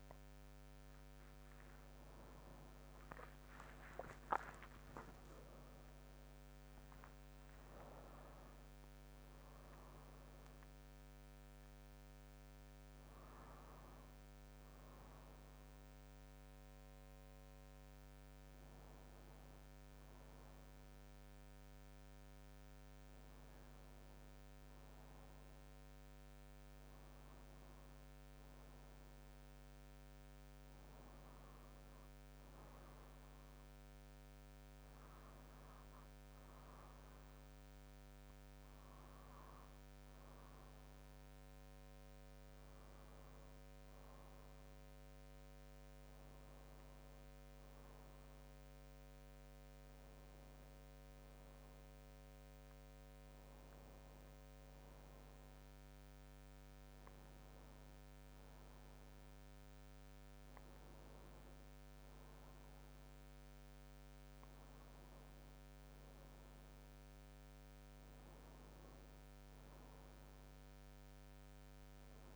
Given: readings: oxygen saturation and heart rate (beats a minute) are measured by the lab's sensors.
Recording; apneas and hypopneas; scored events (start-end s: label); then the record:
a person awake in a sleep study, hard to hear, by a microphone on the trachea; none
6.50-72.36 s: new sleep stage, awake
From the record:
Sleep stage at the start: N2 (light sleep); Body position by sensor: on the back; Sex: male